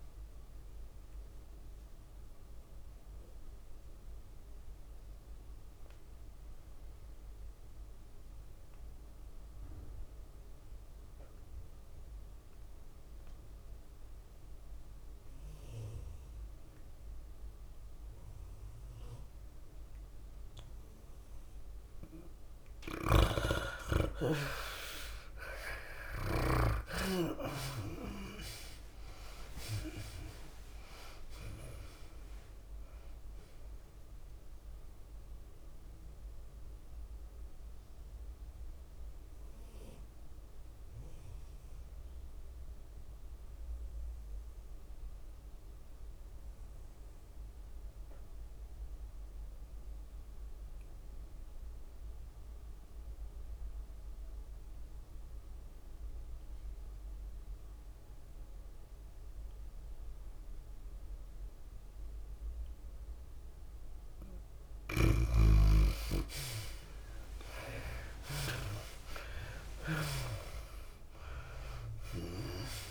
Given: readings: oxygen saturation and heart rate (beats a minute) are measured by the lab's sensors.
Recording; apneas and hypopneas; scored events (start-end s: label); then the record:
breathing in sleep by a room microphone; 2
0.00-7.50 s: drop in pulse transit time (device-marked, heart rate 100 extreme)
0.00-8.50 s: tachycardia (device-marked, heart rate 106 extreme)
0.00-13.50 s: oxygen desaturation (device-marked, oxygen 79% lowest, heart rate 94 extreme)
0.50-23.50 s: mixed apnea (oxygen 96% before, 74% lowest, heart rate 98 before, 94 extreme, up 5 after)
23.50-27.50 s: snoring (device-marked)
23.50-52.50 s: oxygen desaturation (device-marked, oxygen 97% before, 78% lowest, heart rate 99 before, 93 extreme)
26.50-30.50 s: arousal
28.50-39.50 s: tachycardia (device-marked, heart rate 100 before, 105 extreme)
28.50-43.50 s: drop in pulse transit time (device-marked, heart rate 97 before, 99 extreme)
35.50-64.50 s: mixed apnea (oxygen 97% before, 74% lowest, heart rate 98 before, 93 extreme, up 6 after)
57.50-72.91 s: oxygen desaturation (device-marked, oxygen 98% before, 74% lowest, heart rate 98 before, 93 extreme)
69.50-72.91 s: tachycardia (device-marked, heart rate 100 before, 107 extreme)
70.00-72.91 s: arousal
70.50-72.91 s: drop in pulse transit time (device-marked, heart rate 95 before, 98 extreme)
From the record:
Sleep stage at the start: N2 (light sleep); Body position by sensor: on the back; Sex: female